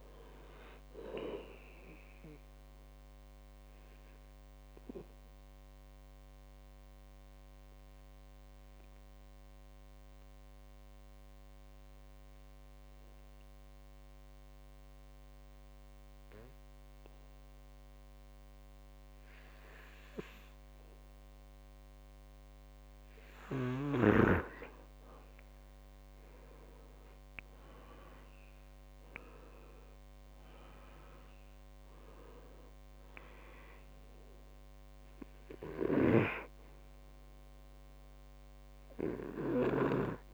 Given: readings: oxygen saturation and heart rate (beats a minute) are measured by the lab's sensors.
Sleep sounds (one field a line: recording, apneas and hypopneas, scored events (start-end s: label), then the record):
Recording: breathing in sleep by a microphone on the trachea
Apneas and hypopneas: 1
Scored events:
0.00-23.00 s: oxygen desaturation (device-marked, oxygen 92% lowest, heart rate 61 extreme)
3.00-22.50 s: obstructive apnea (oxygen 98% before, 91% lowest, heart rate 70 before, 61 extreme, up 6 after)
25.50-28.50 s: arousal
34.00-40.34 s: oxygen desaturation (device-marked, oxygen 98% before, 91% lowest, heart rate 66 before, 62 extreme)
35.50-40.00 s: snoring (device-marked)
From the record:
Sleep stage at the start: N2 (light sleep)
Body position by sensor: on the back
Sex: male